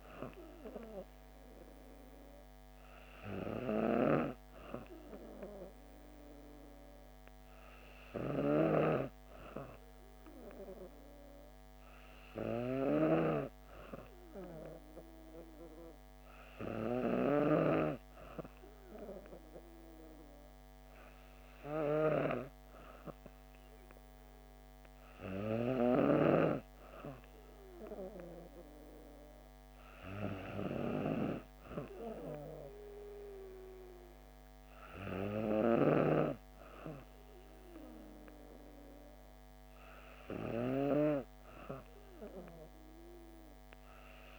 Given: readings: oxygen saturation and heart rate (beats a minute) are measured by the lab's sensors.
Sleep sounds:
breathing in sleep by a microphone on the trachea; none
none scored
From the record:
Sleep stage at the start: N2 (light sleep); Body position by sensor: on the back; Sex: female

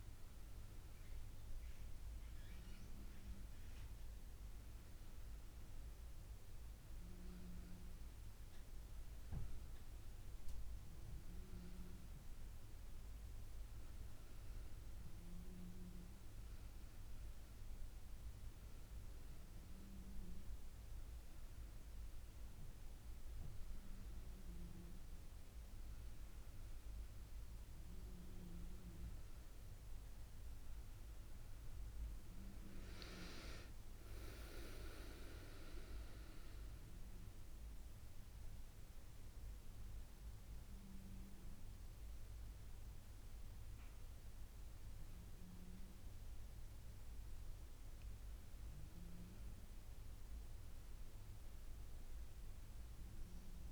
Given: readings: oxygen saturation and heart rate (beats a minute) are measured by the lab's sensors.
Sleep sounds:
breathing in sleep by a room microphone; none
34.50-46.50 s: drop in pulse transit time (device-marked, heart rate 85 before, 76 extreme)
From the record:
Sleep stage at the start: N1 (lightest sleep); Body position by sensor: on the back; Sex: female

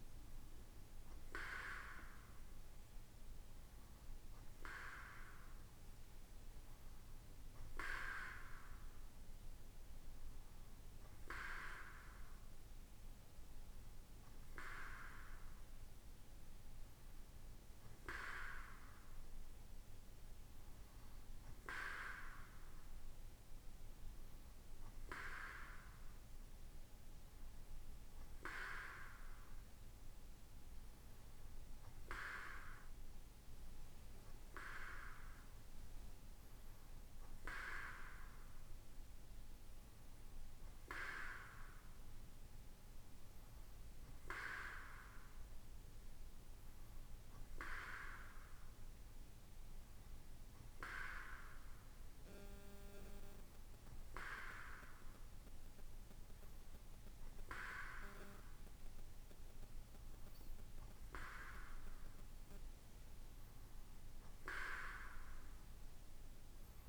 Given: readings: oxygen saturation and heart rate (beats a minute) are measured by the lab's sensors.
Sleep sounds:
breathing in sleep by a room microphone; none
none scored
From the record:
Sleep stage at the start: N2 (light sleep); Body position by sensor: on the right side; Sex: male

